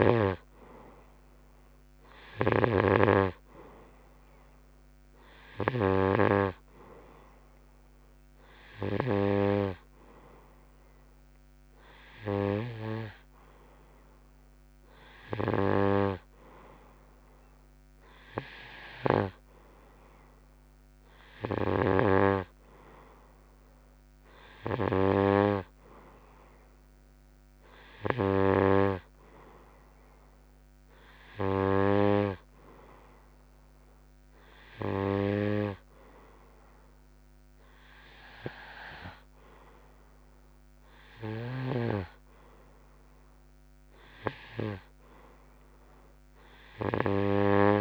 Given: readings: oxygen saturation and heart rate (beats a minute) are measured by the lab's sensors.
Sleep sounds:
breathing in sleep by a microphone on the trachea; none
0.00-4.50 s: oxygen desaturation (device-marked, oxygen 90% lowest, heart rate 65 extreme)
From the record:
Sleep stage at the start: N2 (light sleep); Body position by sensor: on the right side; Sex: male

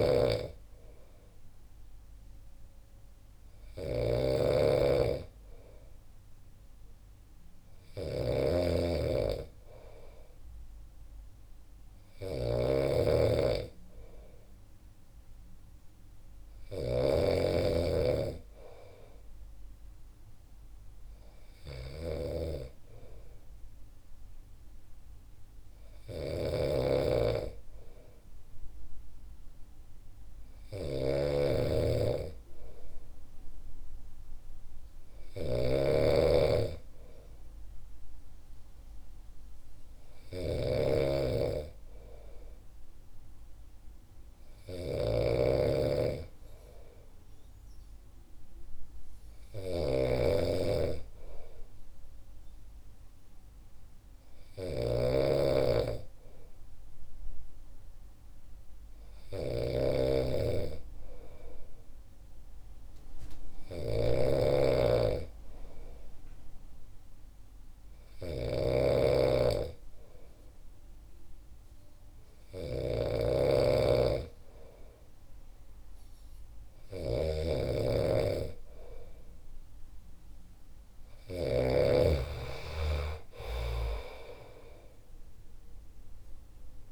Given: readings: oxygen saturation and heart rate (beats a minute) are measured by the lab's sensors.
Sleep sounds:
breathing in sleep by a room microphone; none
0.00-82.00 s: snoring (device-marked)
82.50-86.50 s: arousal
From the record:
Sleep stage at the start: N2 (light sleep); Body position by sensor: on the back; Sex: male

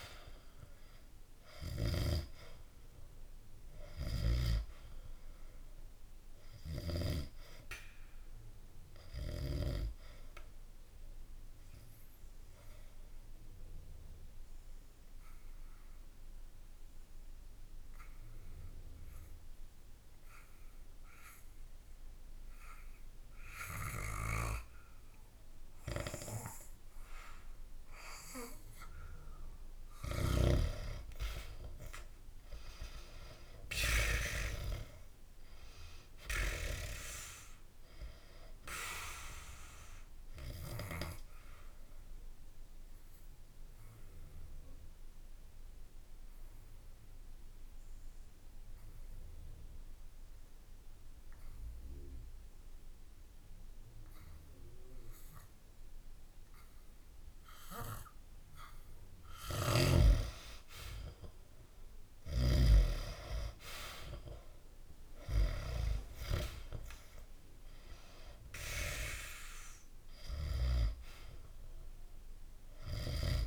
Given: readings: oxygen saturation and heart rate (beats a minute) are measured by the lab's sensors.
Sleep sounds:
breathing in sleep by a room microphone; 2
0.00-21.00 s: oxygen desaturation (device-marked, oxygen 90% lowest, heart rate 64 extreme)
5.50-29.50 s: obstructive apnea (oxygen 98% before, 90% lowest, heart rate 66 before, 64 extreme, up 0 after)
31.50-35.00 s: arousal
35.00-57.00 s: oxygen desaturation (device-marked, oxygen 97% before, 91% lowest, heart rate 67 before, 64 extreme)
39.00-59.50 s: obstructive apnea (oxygen 98% before, 90% lowest, heart rate 66 before, 64 extreme, up 0 after)
59.00-65.50 s: snoring (device-marked)
61.50-65.50 s: arousal
68.00-73.47 s: oxygen desaturation (device-marked, oxygen 97% before, 91% lowest, heart rate 67 before, 65 extreme)
From the record:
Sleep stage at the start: N2 (light sleep); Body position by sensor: on the back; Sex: male

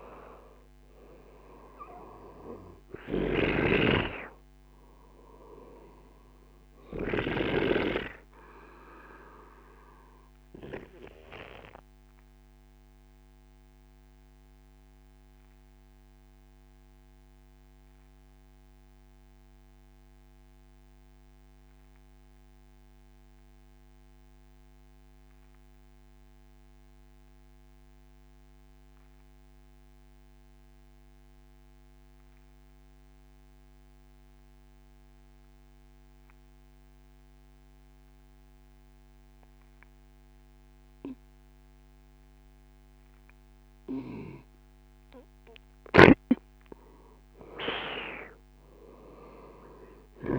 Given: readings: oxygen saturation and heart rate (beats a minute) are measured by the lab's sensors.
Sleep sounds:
breathing in sleep by a microphone on the trachea; 1
0.00-2.50 s: arousal
3.00-7.00 s: snoring (device-marked)
6.50-42.50 s: obstructive apnea (oxygen 98% before, 92% lowest, heart rate 58 before, 40 extreme, up 5 after)
45.50-50.39 s: snoring (device-marked)
47.00-50.39 s: arousal
From the record:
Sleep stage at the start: N2 (light sleep); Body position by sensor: on the right side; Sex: male

